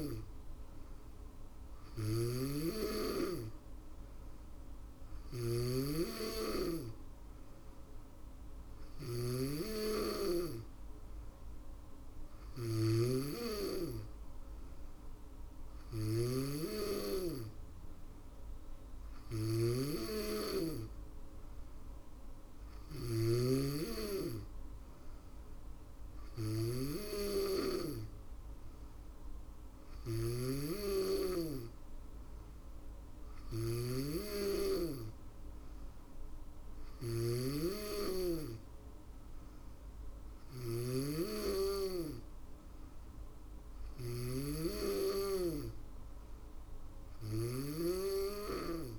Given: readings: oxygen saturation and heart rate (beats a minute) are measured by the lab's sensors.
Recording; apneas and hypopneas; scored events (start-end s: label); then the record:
breathing in sleep by a room microphone; none
0.00-48.99 s: snoring (device-marked)
10.00-24.00 s: drop in pulse transit time (device-marked, heart rate 63 before, 61 extreme)
From the record:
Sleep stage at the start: N2 (light sleep); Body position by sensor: on the back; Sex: female